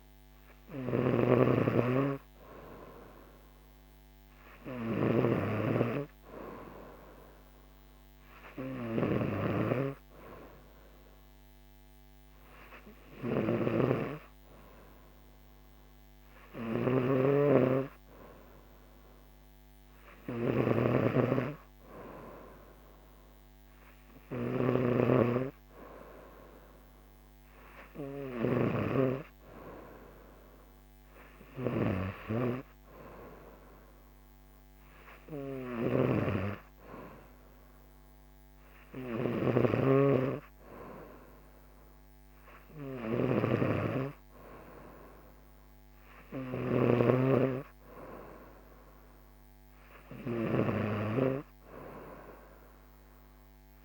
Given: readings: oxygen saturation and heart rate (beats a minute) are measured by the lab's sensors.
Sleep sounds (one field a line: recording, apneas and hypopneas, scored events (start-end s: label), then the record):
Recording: breathing in sleep by a microphone on the trachea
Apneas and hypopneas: none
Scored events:
0.00-53.85 s: snoring (device-marked)
From the record:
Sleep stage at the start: N3 (deep sleep)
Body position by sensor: on the right side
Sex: female